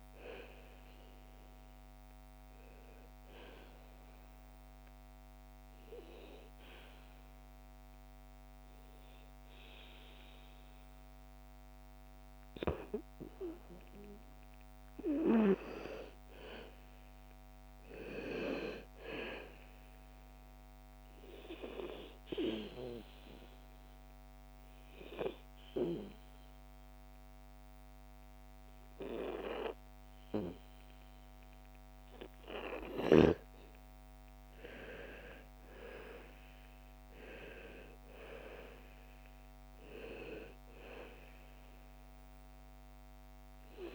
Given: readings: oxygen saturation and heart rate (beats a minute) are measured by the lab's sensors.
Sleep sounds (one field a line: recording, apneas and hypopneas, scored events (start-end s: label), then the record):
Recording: breathing in sleep by a microphone on the trachea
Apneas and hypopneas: 2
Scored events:
1.50-10.50 s: oxygen desaturation (device-marked, oxygen 97% before, 93% lowest, heart rate 60 before, 57 extreme)
1.50-11.50 s: obstructive apnea (oxygen 97% before, 88% lowest, heart rate 60 before, 57 extreme, up 1 after)
13.50-17.00 s: arousal
20.00-33.00 s: obstructive apnea (oxygen 97% before, 88% lowest, heart rate 60 before, 55 extreme, up 10 after)
23.50-33.50 s: oxygen desaturation (device-marked, oxygen 96% before, 90% lowest, heart rate 59 before, 55 extreme)
34.50-38.50 s: arousal
42.50-43.95 s: oxygen desaturation (device-marked, oxygen 96% before, 88% lowest, heart rate 61 before, 55 extreme)
From the record:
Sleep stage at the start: N2 (light sleep)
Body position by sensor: on the back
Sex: female